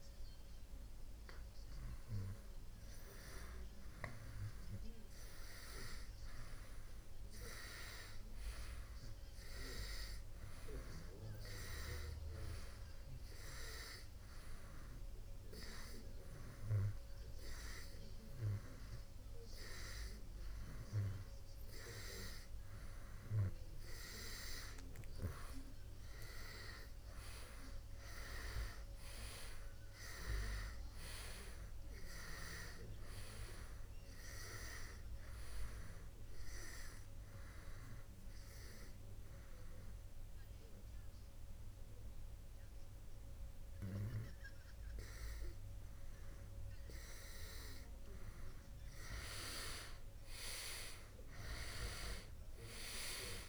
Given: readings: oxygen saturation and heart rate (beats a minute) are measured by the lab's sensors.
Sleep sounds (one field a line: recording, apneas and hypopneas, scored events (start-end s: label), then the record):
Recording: breathing in sleep by a room microphone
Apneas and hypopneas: 2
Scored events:
14.50-25.50 s: hypopnea (oxygen 94% before, 91% lowest, heart rate 72 before, 66 extreme, up 2 after)
28.00-31.50 s: arousal
36.50-47.50 s: hypopnea (oxygen 95% before, 91% lowest, heart rate 72 before, 66 extreme, up 4 after)
50.50-53.49 s: arousal
From the record:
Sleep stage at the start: N2 (light sleep)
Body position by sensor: on the back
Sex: male